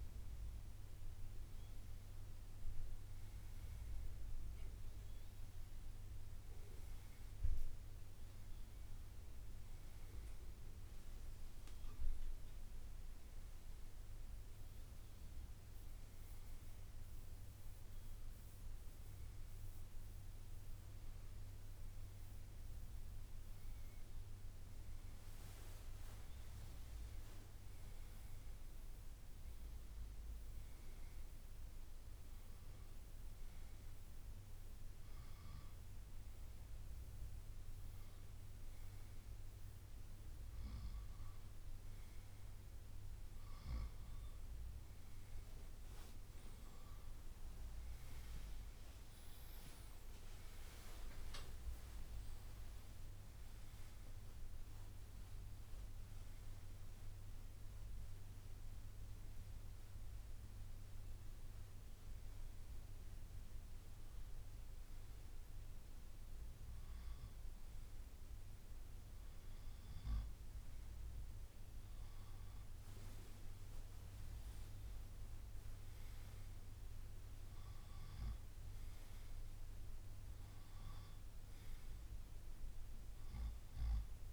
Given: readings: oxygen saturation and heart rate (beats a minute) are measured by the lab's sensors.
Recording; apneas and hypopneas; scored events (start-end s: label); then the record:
a person awake in a sleep study, hard to hear, by a room microphone; none
0.00-12.00 s: drop in pulse transit time (device-marked, heart rate 63 extreme)
10.50-12.50 s: long interval between heartbeats (device-marked, heart rate 68 before, 74 extreme)
45.00-47.00 s: long interval between heartbeats (device-marked, heart rate 66 before, 73 extreme)
47.00-66.00 s: drop in pulse transit time (device-marked, heart rate 66 before, 67 extreme)
73.00-84.33 s: new sleep stage, N1 (lightest sleep)
From the record:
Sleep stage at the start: awake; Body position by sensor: on the right side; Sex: male